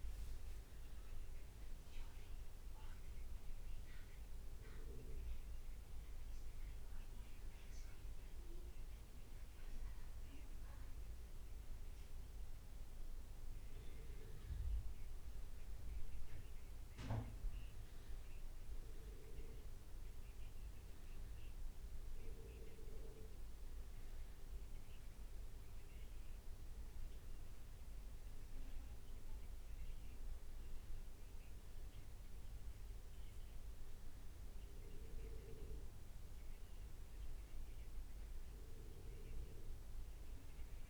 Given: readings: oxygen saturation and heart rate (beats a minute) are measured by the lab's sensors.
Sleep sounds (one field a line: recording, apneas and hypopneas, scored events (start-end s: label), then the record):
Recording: breathing in sleep, hard to hear, by a room microphone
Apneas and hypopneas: 1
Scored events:
0.00-1.50 s: leg movement (device-marked)
1.50-13.50 s: hypopnea (oxygen 97% before, 94% lowest, heart rate 73 before, 68 extreme, up 2 after)
15.50-19.50 s: arousal
22.00-40.90 s: new sleep stage, N1 (lightest sleep)
From the record:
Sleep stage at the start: N2 (light sleep)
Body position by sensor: on the back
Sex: male